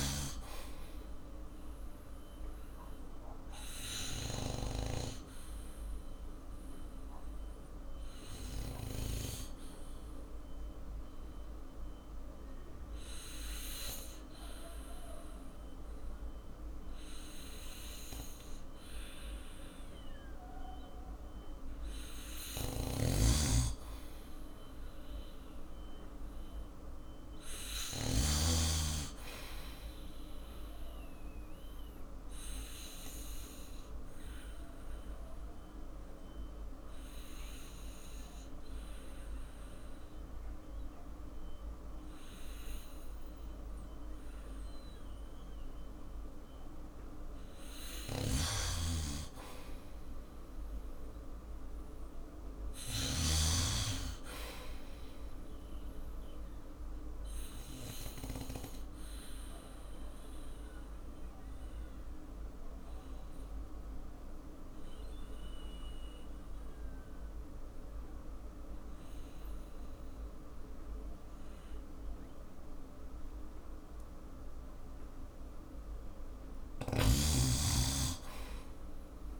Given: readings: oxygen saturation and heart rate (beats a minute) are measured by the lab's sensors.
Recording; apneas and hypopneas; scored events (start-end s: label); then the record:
breathing in sleep by a room microphone; 3
0.00-9.00 s: snoring (device-marked)
3.00-20.00 s: obstructive apnea (oxygen 99% before, 92% lowest, heart rate 54 before, 50 extreme, up 4 after)
18.50-27.50 s: oxygen desaturation (device-marked, oxygen 98% before, 95% lowest, heart rate 55 before, 52 extreme)
22.50-28.00 s: snoring (device-marked)
24.00-28.50 s: arousal
32.00-46.50 s: obstructive apnea (oxygen 99% before, 92% lowest, heart rate 52 before, 49 extreme, up 5 after)
46.50-57.50 s: oxygen desaturation (device-marked, oxygen 96% before, 93% lowest, heart rate 54 before, 49 extreme)
48.00-53.50 s: snoring (device-marked)
49.00-52.50 s: arousal
56.50-75.00 s: obstructive apnea (oxygen 97% before, 92% lowest, heart rate 54 before, 49 extreme, up 11 after)
72.50-79.40 s: oxygen desaturation (device-marked, oxygen 96% before, 92% lowest, heart rate 53 before, 50 extreme)
76.50-79.40 s: snoring (device-marked)
77.50-79.40 s: arousal
From the record:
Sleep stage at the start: N2 (light sleep); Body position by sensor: on the back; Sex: male